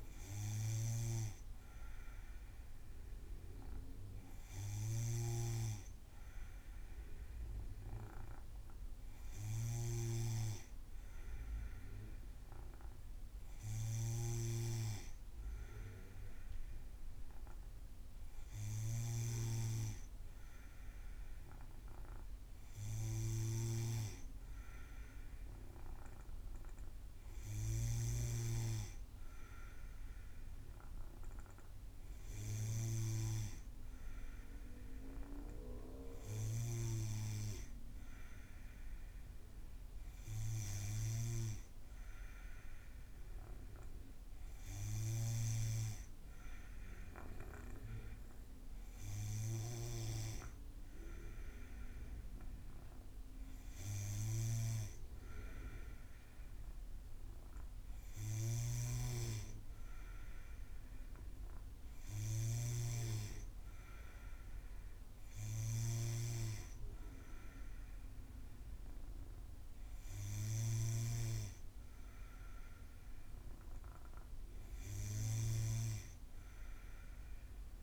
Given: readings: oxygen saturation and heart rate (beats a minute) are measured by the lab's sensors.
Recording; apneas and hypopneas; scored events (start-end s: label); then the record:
breathing in sleep by a room microphone; none
0.00-37.00 s: snoring (device-marked)
45.00-75.50 s: snoring (device-marked)
From the record:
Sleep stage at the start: N2 (light sleep); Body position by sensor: on the back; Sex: female